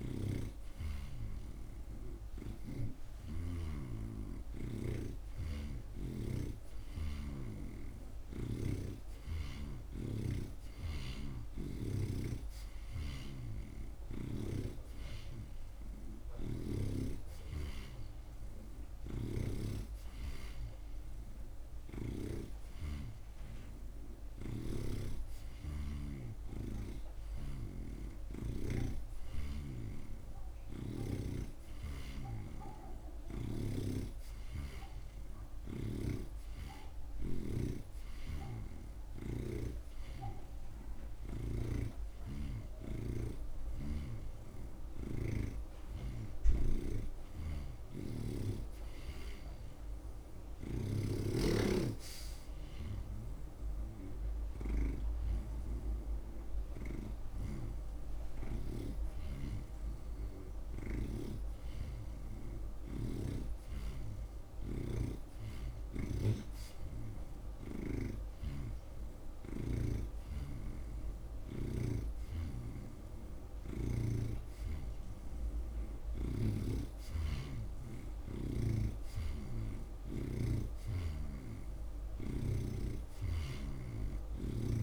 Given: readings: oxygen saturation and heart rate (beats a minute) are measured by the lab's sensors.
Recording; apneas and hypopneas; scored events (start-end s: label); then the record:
breathing in sleep by a room microphone; none
11.00-15.00 s: snoring (device-marked)
24.50-31.50 s: snoring (device-marked)
38.50-42.00 s: snoring (device-marked)
45.00-84.83 s: new sleep stage, N3 (deep sleep)
46.50-55.00 s: snoring (device-marked)
59.00-77.00 s: oxygen desaturation (device-marked, oxygen 86% before, 81% lowest)
59.50-66.50 s: snoring (device-marked)
68.50-72.00 s: snoring (device-marked)
79.00-82.50 s: snoring (device-marked)
79.00-84.83 s: oxygen desaturation (device-marked, oxygen 88% before, 82% lowest)
From the record:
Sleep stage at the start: N2 (light sleep); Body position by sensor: on the right side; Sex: male